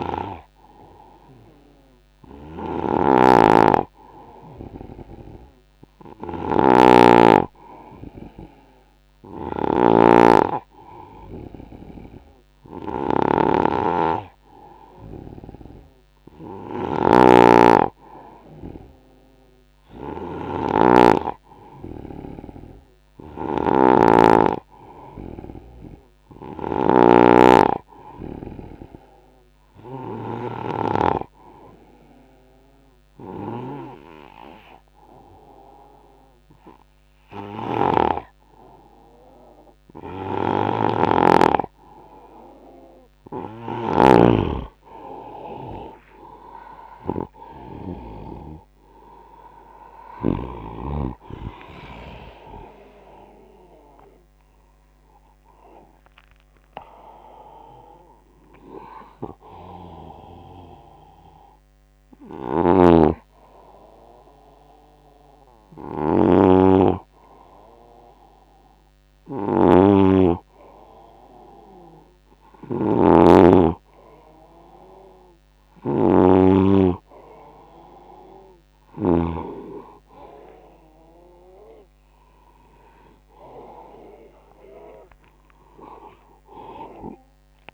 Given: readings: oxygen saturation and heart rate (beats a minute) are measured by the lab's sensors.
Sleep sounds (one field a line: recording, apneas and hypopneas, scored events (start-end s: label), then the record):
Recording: breathing in sleep by a microphone on the trachea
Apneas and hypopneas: 1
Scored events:
2.00-38.00 s: snoring (device-marked)
21.50-25.50 s: arousal
31.00-42.00 s: obstructive apnea (oxygen 96% before, 93% lowest, heart rate 77 before, 78 extreme, up 4 after)
40.00-50.50 s: snoring (device-marked)
46.00-50.00 s: arousal
51.50-66.50 s: oxygen desaturation (device-marked, oxygen 96% before, 93% lowest, heart rate 82 before, 68 extreme)
62.00-79.00 s: snoring (device-marked)
81.00-84.00 s: arousal
From the record:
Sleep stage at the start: N2 (light sleep)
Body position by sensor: on the right side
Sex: male